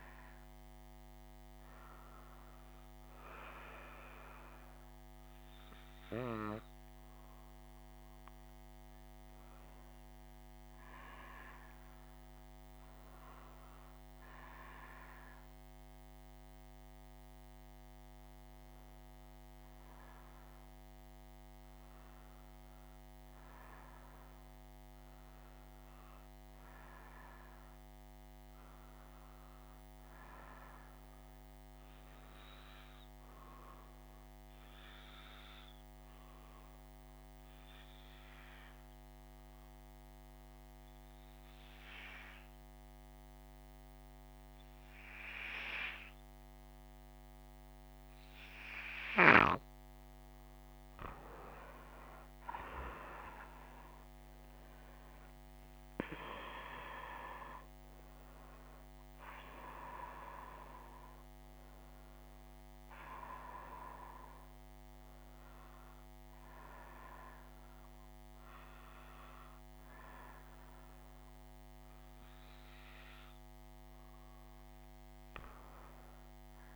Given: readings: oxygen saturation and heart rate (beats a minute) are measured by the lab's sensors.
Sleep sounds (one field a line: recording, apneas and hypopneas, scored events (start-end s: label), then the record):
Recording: breathing in sleep by a microphone on the trachea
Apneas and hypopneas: 1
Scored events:
21.50-26.00 s: arousal
37.50-49.50 s: hypopnea (oxygen 96% before, 93% lowest, heart rate 59 before, 55 extreme, up 4 after)
51.50-55.50 s: arousal
From the record:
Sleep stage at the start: N1 (lightest sleep)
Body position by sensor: on the right side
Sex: female